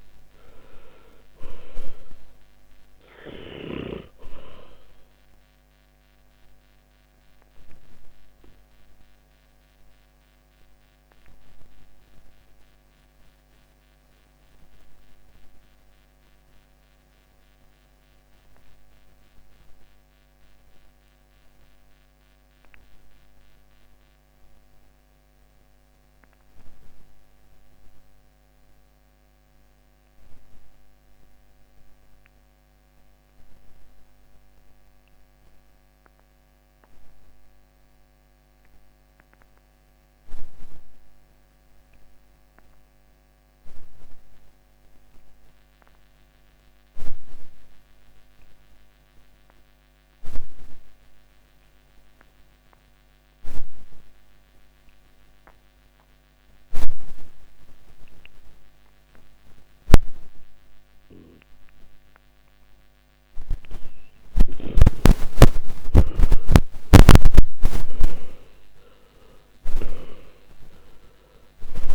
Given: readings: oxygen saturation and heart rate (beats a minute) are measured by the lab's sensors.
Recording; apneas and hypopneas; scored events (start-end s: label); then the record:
breathing in sleep by a microphone on the trachea; 1
0.00-30.50 s: oxygen desaturation (device-marked, oxygen 77% lowest, heart rate 53 extreme)
5.50-63.50 s: obstructive apnea (oxygen 100% before, 71% lowest, heart rate 65 before, 53 extreme, up 22 after)
50.50-71.95 s: oxygen desaturation (device-marked, oxygen 97% before, 71% lowest, heart rate 56 before, 54 extreme)
64.50-69.50 s: arousal
From the record:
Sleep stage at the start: N2 (light sleep); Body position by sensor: on the back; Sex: male